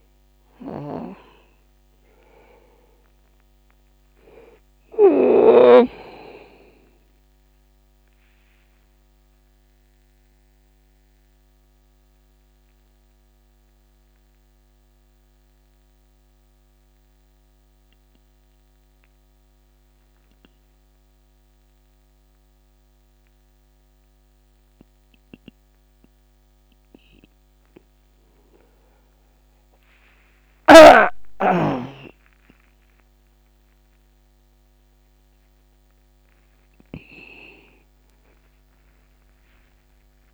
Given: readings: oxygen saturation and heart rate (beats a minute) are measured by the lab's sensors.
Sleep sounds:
breathing in sleep by a microphone on the trachea; 1
0.00-18.00 s: oxygen desaturation (device-marked, oxygen 88% lowest, heart rate 44 extreme)
7.00-29.50 s: mixed apnea (oxygen 98% before, 88% lowest, heart rate 57 before, 44 extreme, up 0 after)
31.50-37.50 s: arousal
From the record:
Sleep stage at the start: N2 (light sleep); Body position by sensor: on the back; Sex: male

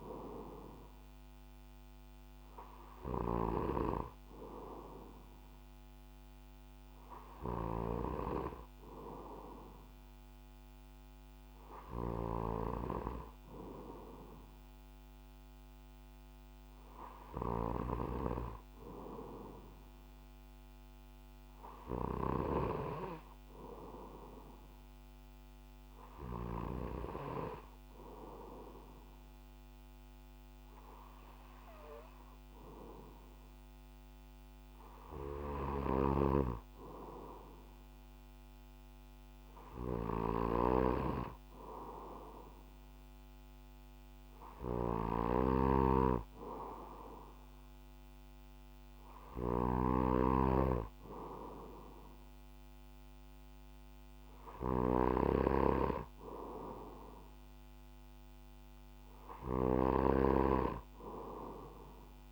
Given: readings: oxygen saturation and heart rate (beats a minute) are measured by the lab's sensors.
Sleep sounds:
breathing in sleep by a microphone on the trachea; none
0.00-18.00 s: snoring (device-marked)
35.00-62.32 s: snoring (device-marked)
From the record:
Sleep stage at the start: N2 (light sleep); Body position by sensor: on the back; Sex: male

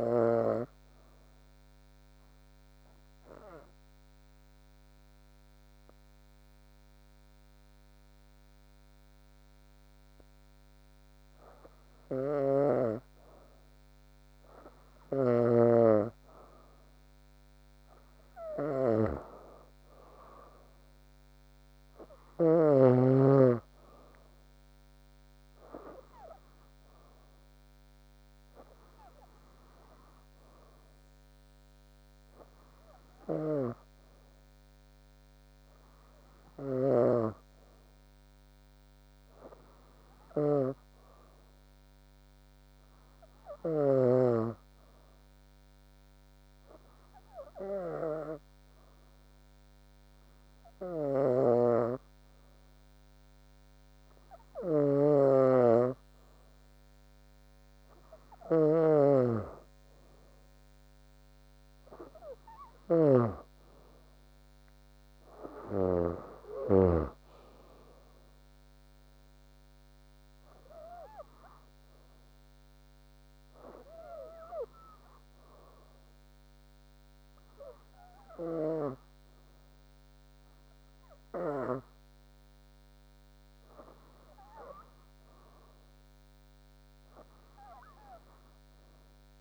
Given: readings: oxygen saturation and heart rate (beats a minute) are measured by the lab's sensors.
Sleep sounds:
breathing in sleep by a microphone on the trachea; 3
1.50-12.00 s: obstructive apnea (oxygen 96% before, 93% lowest, heart rate 74 before, 63 extreme, up 6 after)
24.50-29.00 s: arousal
25.00-27.00 s: long interval between heartbeats (device-marked, heart rate 67 before, 82 extreme)
45.00-56.50 s: hypopnea (oxygen 95% before, 94% lowest, heart rate 73 before, 67 extreme, up 3 after)
59.50-62.00 s: arousal
68.50-71.50 s: arousal
74.00-84.50 s: hypopnea (oxygen 97% before, 95% lowest, heart rate 71 before, 66 extreme, up 5 after)
85.50-89.41 s: arousal
From the record:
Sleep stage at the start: N2 (light sleep); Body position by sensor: on the back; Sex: female

